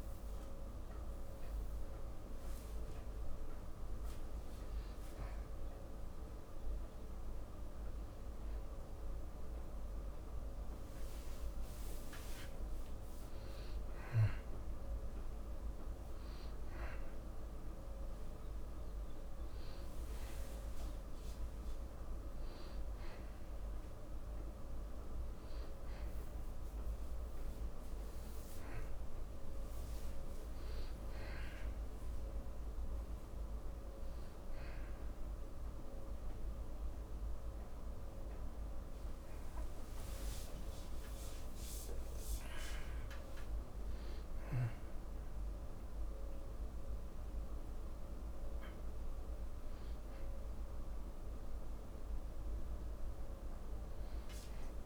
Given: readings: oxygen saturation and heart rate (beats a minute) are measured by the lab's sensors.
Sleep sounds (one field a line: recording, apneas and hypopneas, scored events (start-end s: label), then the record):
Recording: a person awake in a sleep study, hard to hear, by a room microphone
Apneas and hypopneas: none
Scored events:
4.00-54.86 s: new sleep stage, awake
39.50-43.50 s: arousal
From the record:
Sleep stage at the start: N1 (lightest sleep)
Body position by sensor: on the back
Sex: male